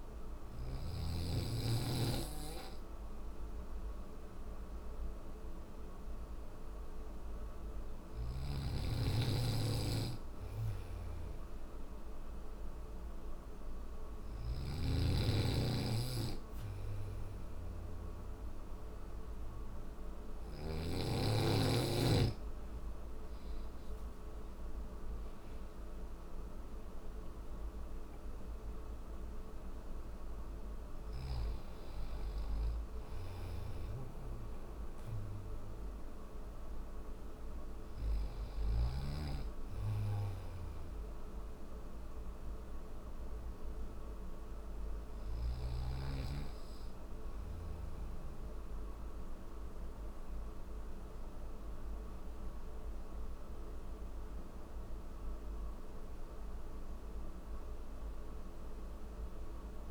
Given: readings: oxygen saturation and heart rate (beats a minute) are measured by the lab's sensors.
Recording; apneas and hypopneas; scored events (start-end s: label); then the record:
breathing in sleep by a room microphone; none
7.00-19.50 s: snoring (device-marked)
32.50-37.50 s: snoring (device-marked)
From the record:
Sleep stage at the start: N1 (lightest sleep); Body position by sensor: on the back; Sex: male